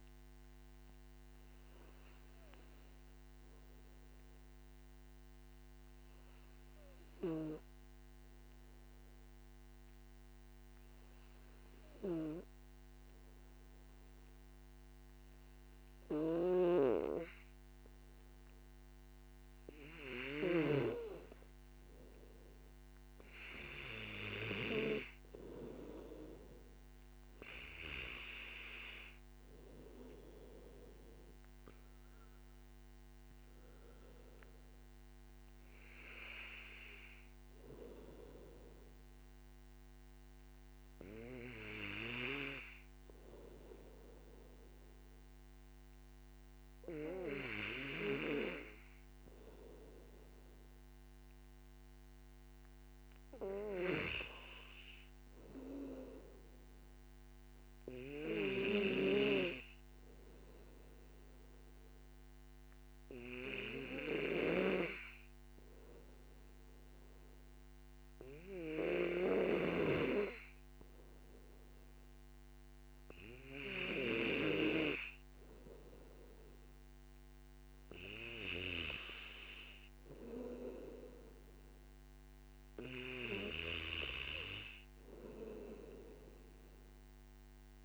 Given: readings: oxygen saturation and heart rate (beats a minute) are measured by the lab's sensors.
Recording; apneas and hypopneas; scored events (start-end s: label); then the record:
breathing in sleep by a microphone on the trachea; none
81.50-87.85 s: oxygen desaturation (device-marked, oxygen 97% before, 93% lowest, heart rate 58 before, 53 extreme)
From the record:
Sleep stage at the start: N2 (light sleep); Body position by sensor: on the back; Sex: male